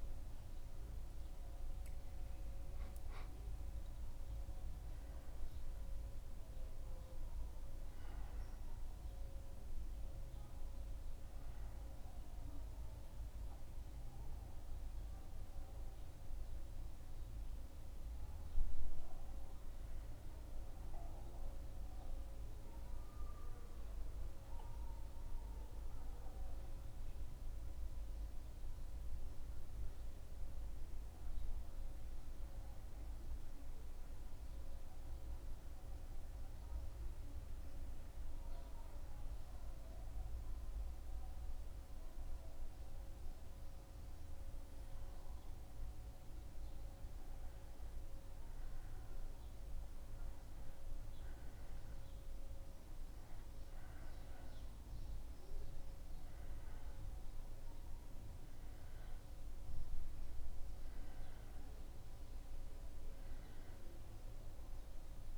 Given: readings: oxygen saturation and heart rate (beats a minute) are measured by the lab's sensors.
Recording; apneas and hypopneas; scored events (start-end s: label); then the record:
a person partly awake in a sleep study, hard to hear, by a room microphone; 1
4.50-64.50 s: new sleep stage, N1 (lightest sleep)
21.00-45.00 s: mixed apnea (oxygen 100% before, 95% lowest, heart rate 76 before, 74 extreme, up 2 after)
48.50-52.00 s: arousal
64.50-65.38 s: new sleep stage, N2 (light sleep)
From the record:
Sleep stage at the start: awake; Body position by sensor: on the back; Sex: male